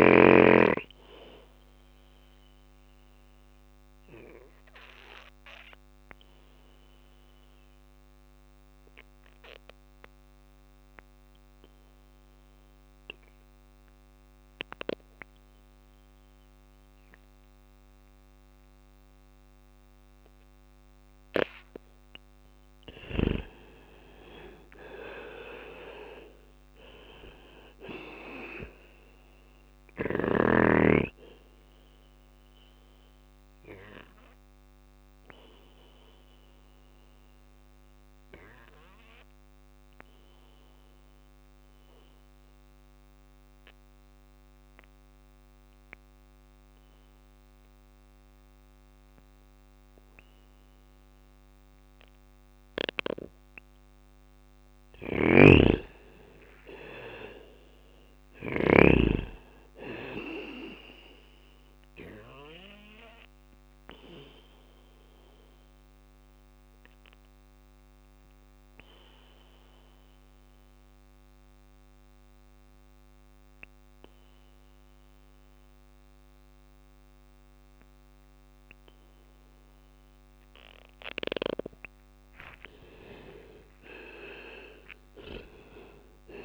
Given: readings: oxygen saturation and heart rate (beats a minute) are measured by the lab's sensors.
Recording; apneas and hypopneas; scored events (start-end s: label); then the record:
breathing in sleep by a microphone on the trachea; 3
0.00-4.00 s: bradycardia (device-marked, heart rate 58 extreme)
0.00-11.00 s: oxygen desaturation (device-marked, oxygen 91% lowest, heart rate 58 extreme)
2.00-21.50 s: obstructive apnea (oxygen 99% before, 90% lowest, heart rate 60 before, 56 extreme, up 3 after)
22.00-25.50 s: arousal
23.00-36.00 s: oxygen desaturation (device-marked, oxygen 99% before, 93% lowest, heart rate 60 before, 56 extreme)
24.00-36.00 s: drop in pulse transit time (device-marked, heart rate 60 before, 58 extreme)
27.00-29.00 s: bradycardia (device-marked, heart rate 61 before, 62 extreme)
30.00-43.00 s: bradycardia (device-marked, heart rate 61 before, 56 extreme)
31.50-52.50 s: obstructive apnea (oxygen 99% before, 90% lowest, heart rate 61 before, 56 extreme, up 5 after)
44.00-55.00 s: oxygen desaturation (device-marked, oxygen 94% before, 90% lowest, heart rate 59 before, 56 extreme)
54.00-58.00 s: snoring (device-marked)
55.00-59.00 s: arousal
59.00-79.00 s: bradycardia (device-marked, heart rate 61 before, 56 extreme)
62.00-79.00 s: oxygen desaturation (device-marked, oxygen 99% before, 92% lowest, heart rate 61 before, 56 extreme)
62.50-78.50 s: obstructive apnea (oxygen 99% before, 91% lowest, heart rate 61 before, 56 extreme, up 12 after)
81.50-85.50 s: arousal
83.00-86.45 s: drop in pulse transit time (device-marked, heart rate 57 before, 59 extreme)
From the record:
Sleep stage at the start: N2 (light sleep); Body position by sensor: on the back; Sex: male